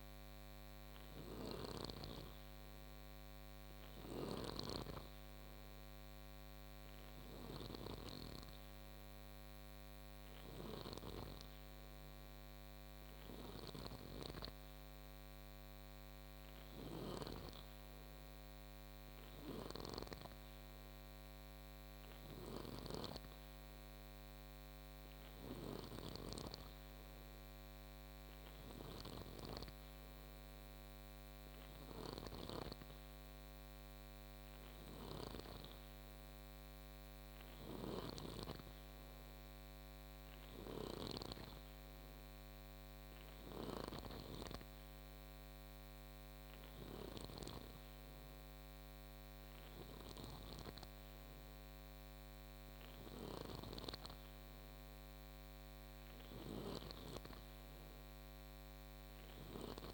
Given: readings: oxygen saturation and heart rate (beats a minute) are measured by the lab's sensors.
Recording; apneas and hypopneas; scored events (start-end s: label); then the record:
breathing in sleep by a microphone on the trachea; none
0.00-1.50 s: snoring (device-marked)
3.50-20.00 s: snoring (device-marked)
22.00-41.00 s: snoring (device-marked)
52.50-59.93 s: snoring (device-marked)
From the record:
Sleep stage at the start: N2 (light sleep); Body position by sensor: on the back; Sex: male